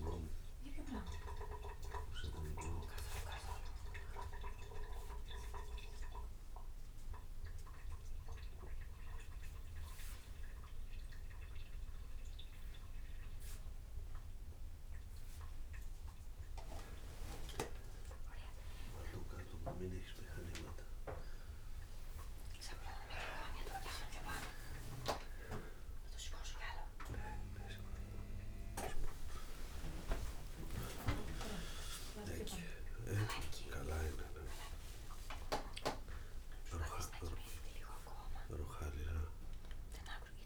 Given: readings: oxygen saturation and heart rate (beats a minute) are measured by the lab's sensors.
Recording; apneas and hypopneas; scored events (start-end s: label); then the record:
a person awake in a sleep study, by a room microphone; none
20.50-22.50 s: long interval between heartbeats (device-marked, heart rate 102 before, 97 extreme)
23.50-25.50 s: long interval between heartbeats (device-marked, heart rate 101 before, 100 extreme)
31.00-33.00 s: long interval between heartbeats (device-marked, heart rate 102 before, 91 extreme)
37.50-40.46 s: new sleep stage, N1 (lightest sleep)
From the record:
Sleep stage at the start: awake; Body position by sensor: on the right side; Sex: male